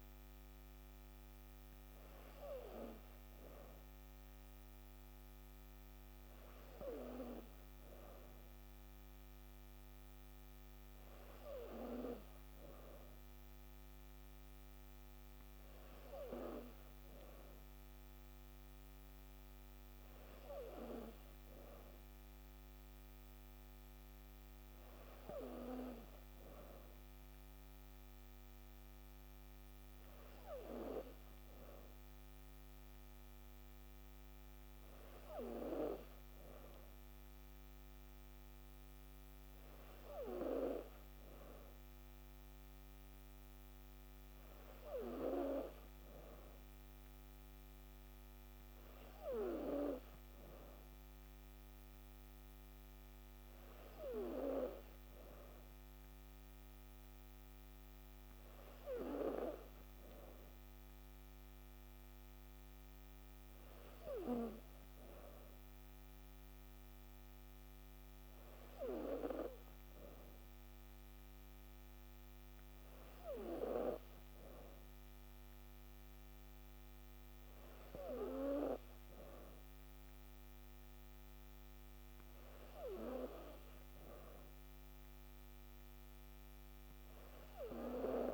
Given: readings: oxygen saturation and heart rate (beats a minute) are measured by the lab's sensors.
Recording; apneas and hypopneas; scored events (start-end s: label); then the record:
breathing in sleep by a microphone on the trachea; none
none scored
From the record:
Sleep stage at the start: N3 (deep sleep); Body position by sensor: on the back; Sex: female